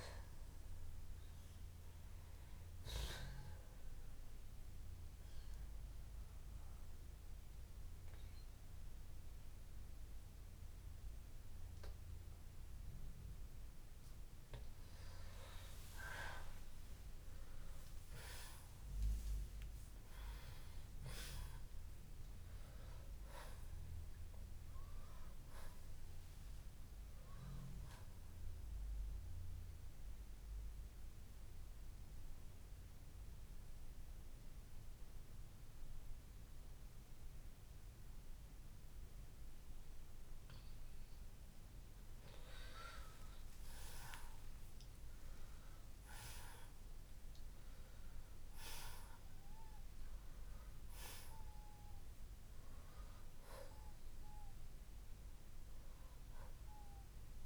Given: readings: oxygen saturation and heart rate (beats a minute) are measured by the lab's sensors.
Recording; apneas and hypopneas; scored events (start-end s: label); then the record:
breathing in sleep by a room microphone; 2
2.50-20.50 s: oxygen desaturation (device-marked, oxygen 96% before, 89% lowest, heart rate 83 before, 52 extreme)
4.00-14.00 s: central apnea (oxygen 96% before, 85% lowest, heart rate 81 before, 57 extreme, up 5 after)
16.50-20.50 s: arousal
30.00-42.50 s: mixed apnea (oxygen 96% before, 85% lowest, heart rate 61 before, 52 extreme, up 8 after)
46.50-57.45 s: new sleep stage, awake
From the record:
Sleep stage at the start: N2 (light sleep); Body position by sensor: on the left side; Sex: male